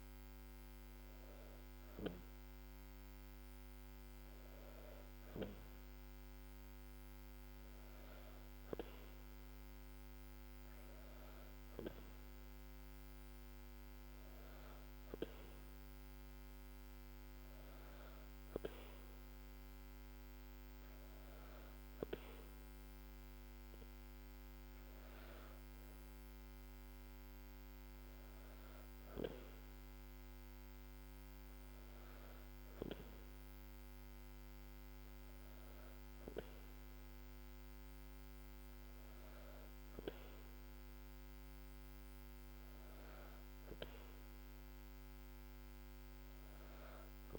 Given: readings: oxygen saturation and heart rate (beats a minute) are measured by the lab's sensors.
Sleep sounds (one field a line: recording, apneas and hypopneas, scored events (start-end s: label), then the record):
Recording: breathing in sleep by a microphone on the trachea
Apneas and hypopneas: none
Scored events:
none scored
From the record:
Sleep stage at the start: N2 (light sleep)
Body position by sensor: on the back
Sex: female